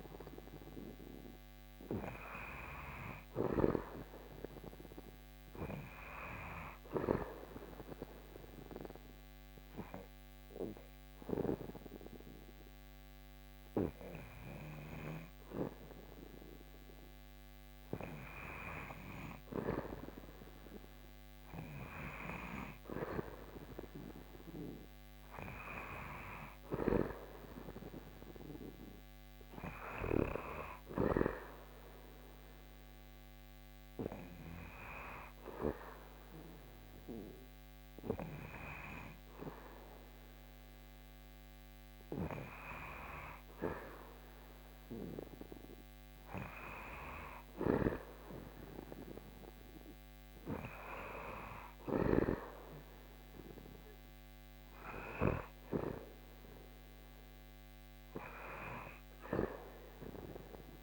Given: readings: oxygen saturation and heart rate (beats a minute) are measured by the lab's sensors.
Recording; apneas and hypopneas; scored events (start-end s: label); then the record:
breathing in sleep by a microphone on the trachea; 1
7.50-17.50 s: obstructive apnea (oxygen 97% before, 95% lowest, heart rate 75 before, 73 extreme, up 3 after)
19.00-24.00 s: arousal
From the record:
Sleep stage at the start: REM sleep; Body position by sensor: on the back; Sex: male